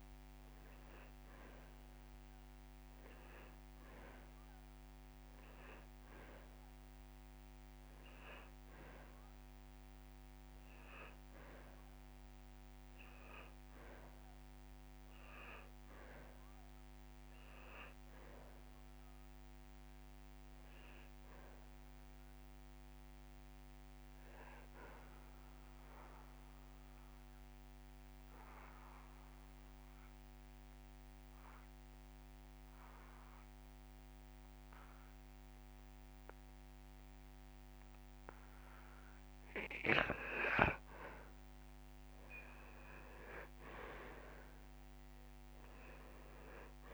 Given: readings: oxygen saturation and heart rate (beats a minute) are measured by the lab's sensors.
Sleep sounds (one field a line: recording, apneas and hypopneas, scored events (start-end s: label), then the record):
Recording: breathing in sleep by a microphone on the trachea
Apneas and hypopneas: 1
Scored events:
0.00-13.50 s: oxygen desaturation (device-marked, oxygen 91% lowest)
18.50-20.50 s: long interval between heartbeats (device-marked)
19.00-22.50 s: arousal
25.50-40.00 s: obstructive apnea (oxygen 98% before, 87% lowest)
43.00-46.50 s: arousal
43.50-46.93 s: oxygen desaturation (device-marked, oxygen 97% before, 87% lowest)
From the record:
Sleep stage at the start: N2 (light sleep)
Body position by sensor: on the back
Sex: male